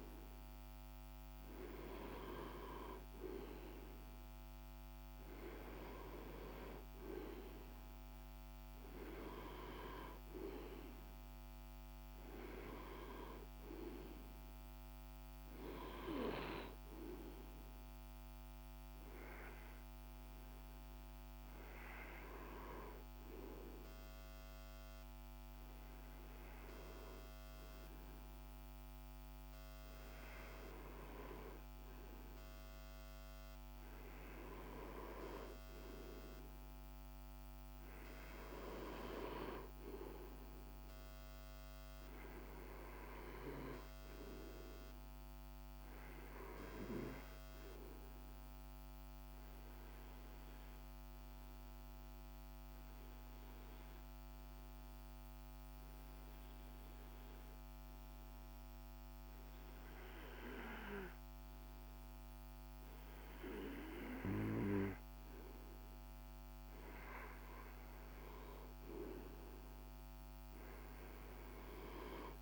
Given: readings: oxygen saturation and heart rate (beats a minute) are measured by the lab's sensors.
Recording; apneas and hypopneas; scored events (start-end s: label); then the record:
breathing in sleep by a microphone on the trachea; 2
18.00-33.00 s: hypopnea (oxygen 95% before, 87% lowest, heart rate 52 before, 50 extreme, up 1 after)
35.00-39.50 s: arousal
45.50-65.00 s: obstructive apnea (oxygen 97% before, 87% lowest, heart rate 50 before, 50 extreme, up 2 after)
68.50-72.42 s: arousal
70.50-72.42 s: oxygen desaturation (device-marked, oxygen 95% before, 87% lowest, heart rate 51 before, 52 extreme)
From the record:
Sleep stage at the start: REM sleep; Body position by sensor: on the back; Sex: male